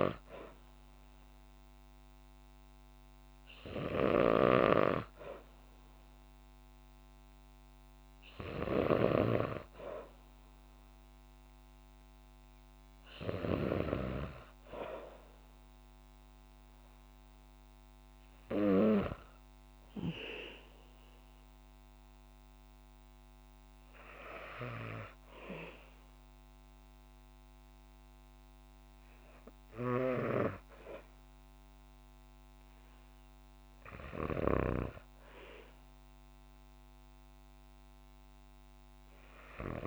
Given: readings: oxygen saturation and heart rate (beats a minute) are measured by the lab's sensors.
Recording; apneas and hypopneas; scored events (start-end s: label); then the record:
breathing in sleep by a microphone on the trachea; none
none scored
From the record:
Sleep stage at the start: N2 (light sleep); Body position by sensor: on the back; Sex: female